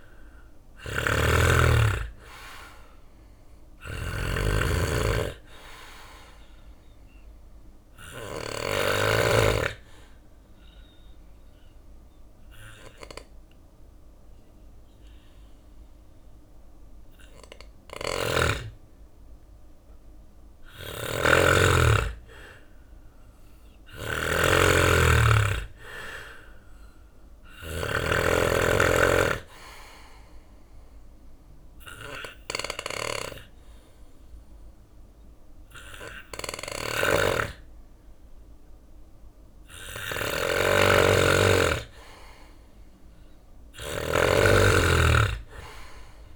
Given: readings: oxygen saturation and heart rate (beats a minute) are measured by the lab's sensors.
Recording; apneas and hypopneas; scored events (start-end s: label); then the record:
breathing in sleep by a room microphone; 2
0.00-8.00 s: snoring (device-marked)
0.00-8.50 s: drop in pulse transit time (device-marked, heart rate 67 extreme)
0.50-21.50 s: oxygen desaturation (device-marked, oxygen 97% before, 89% lowest, heart rate 67 before, 67 extreme)
7.50-19.00 s: obstructive apnea (oxygen 97% before, 89% lowest, heart rate 68 before, 67 extreme, up 4 after)
17.00-46.36 s: snoring (device-marked)
22.00-25.50 s: arousal
28.50-39.00 s: obstructive apnea (oxygen 97% before, 91% lowest, heart rate 68 before, 66 extreme, up 1 after)
31.50-41.50 s: oxygen desaturation (device-marked, oxygen 97% before, 92% lowest, heart rate 69 before, 66 extreme)
42.00-46.00 s: arousal
From the record:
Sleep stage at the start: N2 (light sleep); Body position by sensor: on the back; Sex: male